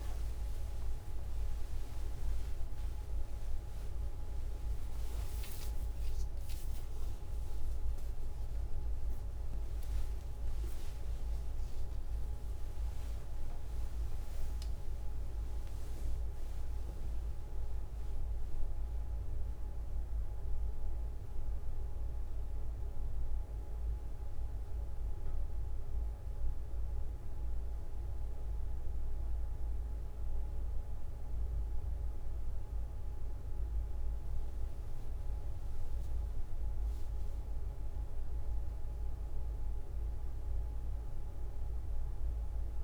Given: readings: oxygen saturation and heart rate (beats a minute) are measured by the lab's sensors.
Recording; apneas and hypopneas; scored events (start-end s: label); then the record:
a person awake in a sleep study, hard to hear, by a room microphone; none
2.00-4.00 s: long interval between heartbeats (device-marked, heart rate 59 before, 40 extreme)
6.00-8.00 s: long interval between heartbeats (device-marked, heart rate 66 before, 76 extreme)
8.00-10.00 s: long interval between heartbeats (device-marked, heart rate 72 before, 97 extreme)
13.00-15.00 s: long interval between heartbeats (device-marked, heart rate 72 before, 77 extreme)
37.50-42.84 s: new sleep stage, N1 (lightest sleep)
From the record:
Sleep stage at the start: awake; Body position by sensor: on the right side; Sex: male